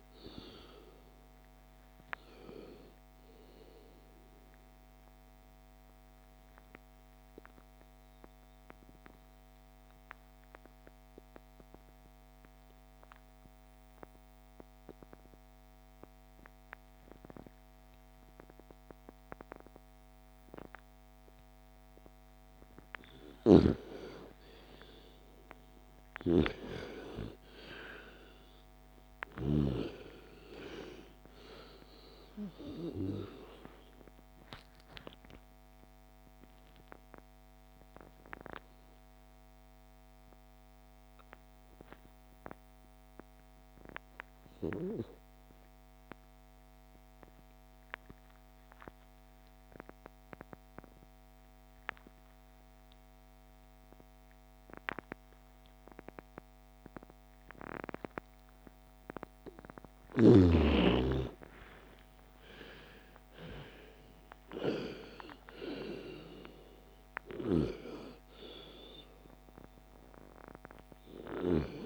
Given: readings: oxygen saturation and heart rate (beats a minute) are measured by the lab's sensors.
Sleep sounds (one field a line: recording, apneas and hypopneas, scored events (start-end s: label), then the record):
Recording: breathing in sleep by a microphone on the trachea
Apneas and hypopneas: 2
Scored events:
0.00-12.00 s: oxygen desaturation (device-marked, oxygen 85% lowest)
7.50-23.00 s: obstructive apnea (oxygen 97% before, 82% lowest)
23.50-30.00 s: snoring (device-marked)
24.50-27.50 s: arousal
29.00-56.00 s: oxygen desaturation (device-marked, oxygen 99% before, 86% lowest)
34.50-58.50 s: obstructive apnea (oxygen 99% before, 82% lowest)
61.00-65.50 s: arousal
62.00-71.86 s: oxygen desaturation (device-marked, oxygen 97% before, 82% lowest)
From the record:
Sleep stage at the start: N2 (light sleep)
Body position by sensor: on the left side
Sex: female